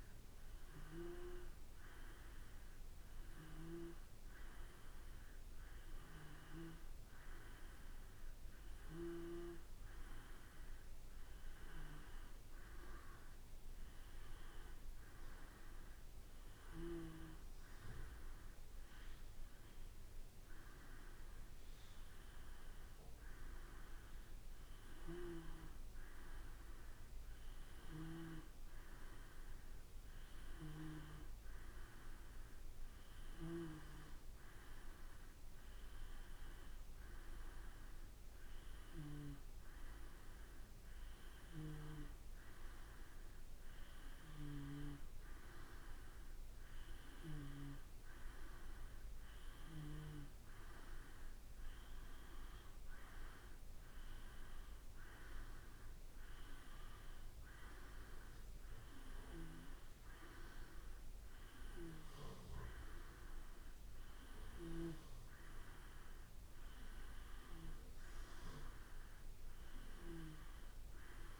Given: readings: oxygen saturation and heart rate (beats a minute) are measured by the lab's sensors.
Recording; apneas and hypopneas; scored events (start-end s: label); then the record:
breathing in sleep by a room microphone; none
none scored
From the record:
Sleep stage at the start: N2 (light sleep); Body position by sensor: on the back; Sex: male